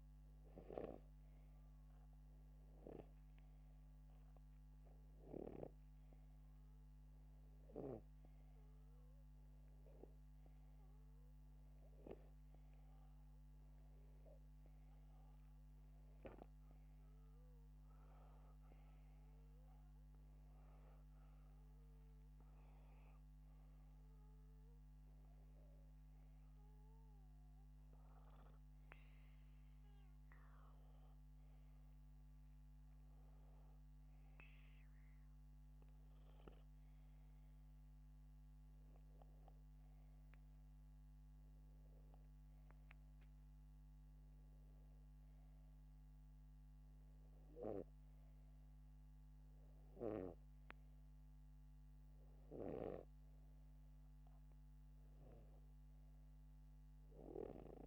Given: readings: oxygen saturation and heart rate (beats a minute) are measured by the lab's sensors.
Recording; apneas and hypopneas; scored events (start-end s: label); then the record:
breathing in sleep by a microphone on the trachea; none
none scored
From the record:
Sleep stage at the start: N2 (light sleep); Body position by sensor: upright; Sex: male